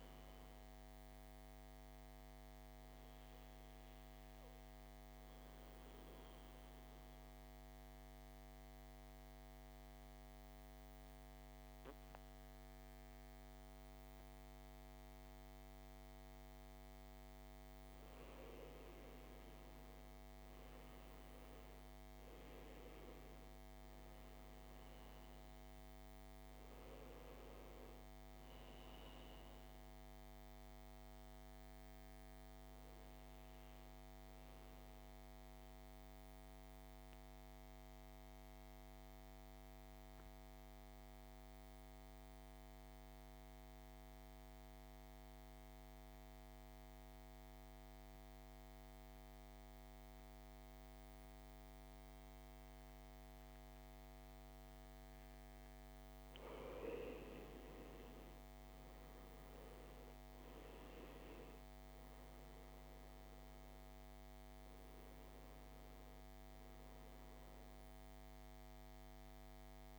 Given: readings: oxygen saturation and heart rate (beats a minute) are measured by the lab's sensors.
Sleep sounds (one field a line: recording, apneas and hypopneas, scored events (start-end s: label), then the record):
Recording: breathing in sleep, hard to hear, by a microphone on the trachea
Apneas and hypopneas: 2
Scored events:
3.00-16.00 s: obstructive apnea (oxygen 98% before, 86% lowest, heart rate 61 before, 52 extreme, up 12 after)
18.50-23.00 s: arousal
24.00-45.00 s: oxygen desaturation (device-marked, oxygen 97% before, 90% lowest, heart rate 57 before, 52 extreme)
34.00-55.00 s: mixed apnea (oxygen 97% before, 84% lowest, heart rate 61 before, 53 extreme, up 6 after)
55.00-69.99 s: oxygen desaturation (device-marked, oxygen 100% before, 84% lowest, heart rate 56 before, 53 extreme)
56.50-60.00 s: arousal
From the record:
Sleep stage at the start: N2 (light sleep)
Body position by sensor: on the back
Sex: male